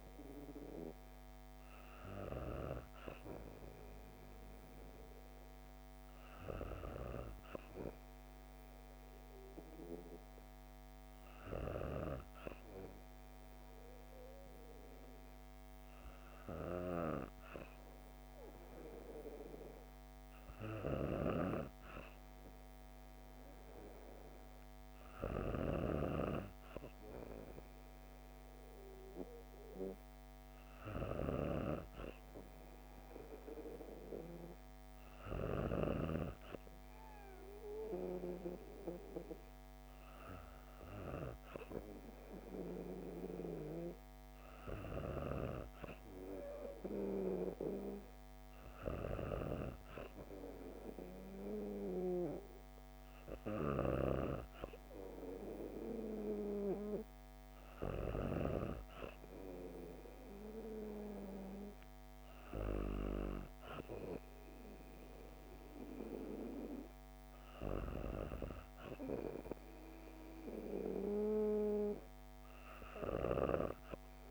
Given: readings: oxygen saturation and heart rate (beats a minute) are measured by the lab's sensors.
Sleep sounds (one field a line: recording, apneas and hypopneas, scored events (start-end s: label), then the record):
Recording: breathing in sleep by a microphone on the trachea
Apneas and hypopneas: none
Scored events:
20.50-35.50 s: snoring (device-marked)
44.50-58.00 s: snoring (device-marked)
From the record:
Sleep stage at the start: N2 (light sleep)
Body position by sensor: on the back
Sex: female